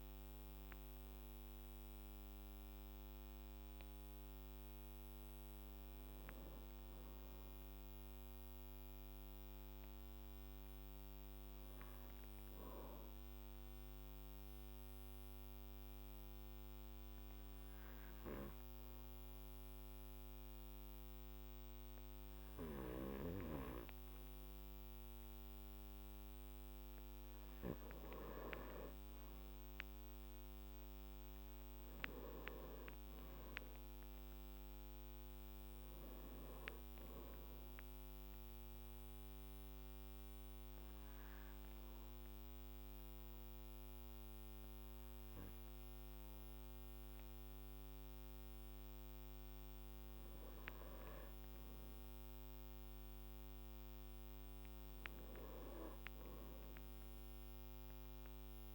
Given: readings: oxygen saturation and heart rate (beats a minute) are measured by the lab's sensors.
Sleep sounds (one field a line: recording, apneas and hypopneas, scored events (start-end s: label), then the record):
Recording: breathing in sleep by a microphone on the trachea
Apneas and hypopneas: 2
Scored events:
13.50-27.50 s: obstructive apnea (oxygen 98% before, 94% lowest, heart rate 52 before, 54 extreme, up 4 after)
30.00-33.50 s: arousal
38.00-50.50 s: obstructive apnea (oxygen 98% before, 94% lowest, heart rate 59 before, 54 extreme, up 2 after)
53.00-57.00 s: arousal
From the record:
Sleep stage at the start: N2 (light sleep)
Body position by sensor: on the back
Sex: male